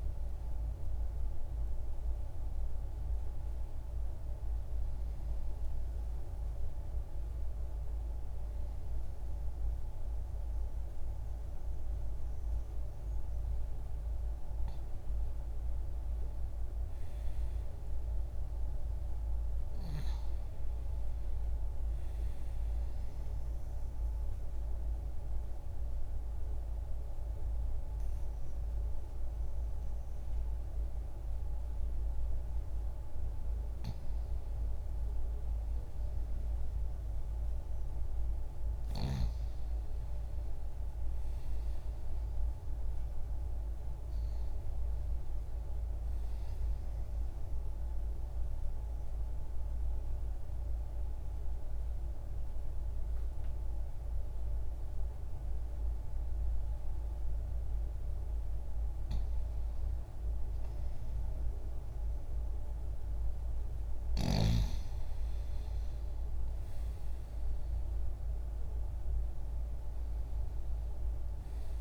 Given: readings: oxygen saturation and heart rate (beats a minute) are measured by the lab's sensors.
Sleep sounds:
breathing in sleep, hard to hear, by a room microphone; 2
19.00-43.00 s: oxygen desaturation (device-marked, oxygen 94% before, 86% lowest, heart rate 65 before, 59 extreme)
23.00-33.00 s: obstructive apnea (oxygen 94% before, 86% lowest, heart rate 64 before, 59 extreme, up 2 after)
25.00-71.81 s: new sleep stage, N2 (light sleep)
35.50-39.50 s: arousal
48.00-58.50 s: obstructive apnea (oxygen 95% before, 84% lowest, heart rate 62 before, 60 extreme, up 1 after)
49.00-64.00 s: oxygen desaturation (device-marked, oxygen 95% before, 87% lowest, heart rate 62 before, 60 extreme)
64.50-68.00 s: arousal
From the record:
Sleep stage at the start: N1 (lightest sleep); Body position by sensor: on the left side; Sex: male

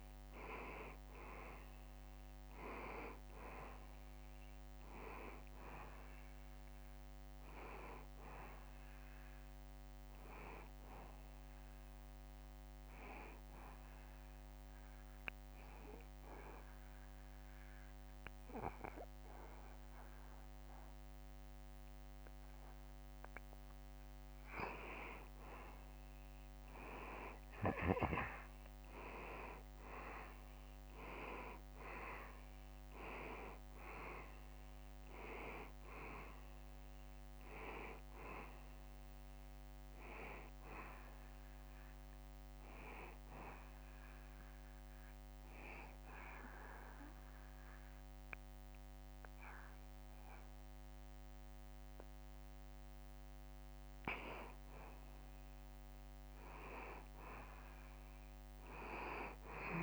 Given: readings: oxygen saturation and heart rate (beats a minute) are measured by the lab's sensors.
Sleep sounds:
breathing in sleep by a microphone on the trachea; 2
0.00-12.00 s: oxygen desaturation (device-marked, oxygen 90% lowest, heart rate 71 extreme)
13.50-24.00 s: obstructive apnea (oxygen 94% before, 89% lowest, heart rate 75 before, 71 extreme, up 2 after)
27.00-31.00 s: arousal
31.00-51.00 s: oxygen desaturation (device-marked, oxygen 95% before, 89% lowest, heart rate 73 before, 70 extreme)
44.50-55.00 s: obstructive apnea (oxygen 95% before, 88% lowest, heart rate 74 before, 70 extreme, up 2 after)
58.50-59.83 s: arousal
From the record:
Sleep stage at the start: N2 (light sleep); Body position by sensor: on the back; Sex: male

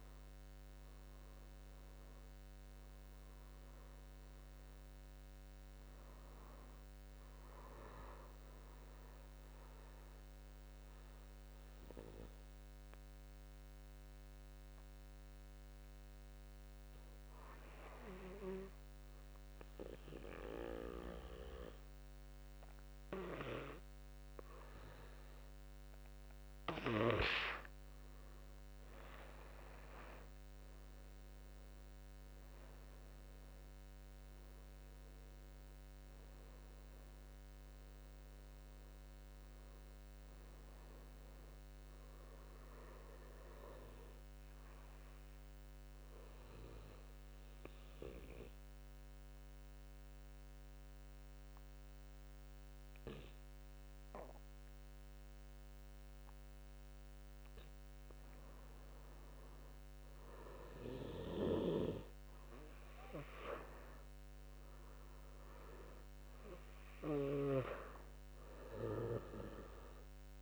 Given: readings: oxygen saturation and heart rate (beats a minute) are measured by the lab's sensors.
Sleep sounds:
breathing in sleep by a microphone on the trachea; 2
8.50-25.50 s: obstructive apnea (oxygen 98% before, 87% lowest, heart rate 65 before, 57 extreme, up 8 after)
21.00-52.00 s: oxygen desaturation (device-marked, oxygen 97% before, 87% lowest, heart rate 62 before, 53 extreme)
27.50-30.50 s: arousal
44.50-57.00 s: obstructive apnea (oxygen 96% before, 87% lowest, heart rate 66 before, 53 extreme, up 3 after)
59.50-62.00 s: arousal
62.00-70.42 s: oxygen desaturation (device-marked, oxygen 97% before, 91% lowest, heart rate 59 before, 54 extreme)
From the record:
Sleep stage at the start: N2 (light sleep); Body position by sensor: on the back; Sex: male

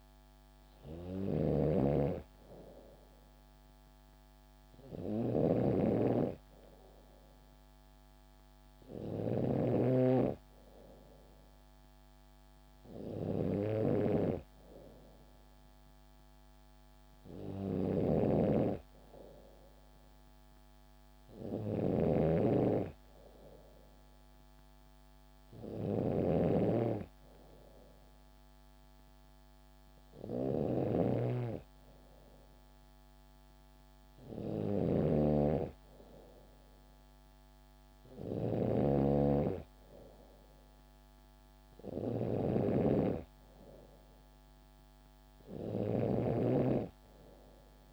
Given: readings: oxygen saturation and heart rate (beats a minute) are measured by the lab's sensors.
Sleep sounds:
breathing in sleep by a microphone on the trachea; none
0.00-47.93 s: snoring (device-marked)
From the record:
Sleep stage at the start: N3 (deep sleep); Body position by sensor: on the back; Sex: female

